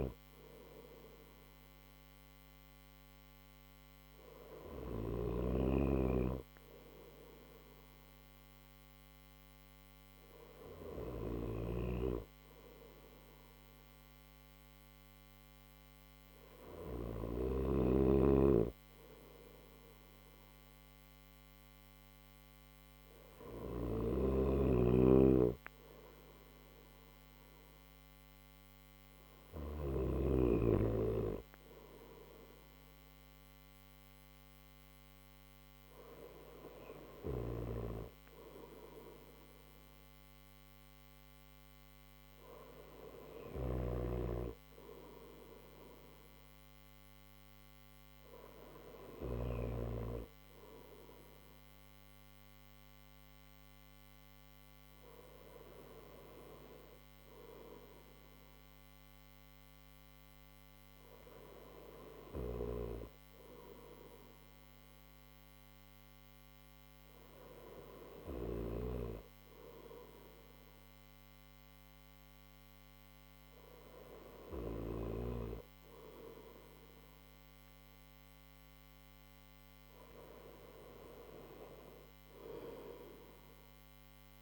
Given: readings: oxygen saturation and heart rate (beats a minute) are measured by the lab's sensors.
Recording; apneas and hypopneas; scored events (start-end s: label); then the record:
breathing in sleep by a microphone on the trachea; none
10.50-16.50 s: snoring (device-marked)
12.50-84.42 s: new sleep stage, N1 (lightest sleep)
23.00-29.50 s: snoring (device-marked)
36.50-49.00 s: snoring (device-marked)
From the record:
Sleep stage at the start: N3 (deep sleep); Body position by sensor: on the right side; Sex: male